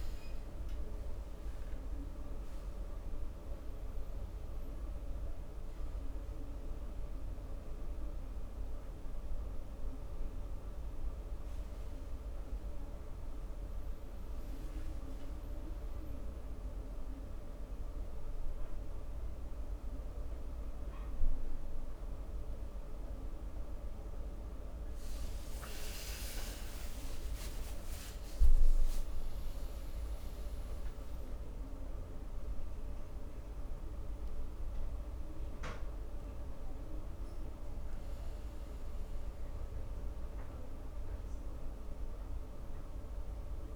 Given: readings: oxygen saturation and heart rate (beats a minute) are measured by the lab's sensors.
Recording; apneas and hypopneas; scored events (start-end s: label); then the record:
breathing in sleep, hard to hear, by a room microphone; none
27.00-30.50 s: arousal
From the record:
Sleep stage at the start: N1 (lightest sleep); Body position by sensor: on the back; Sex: male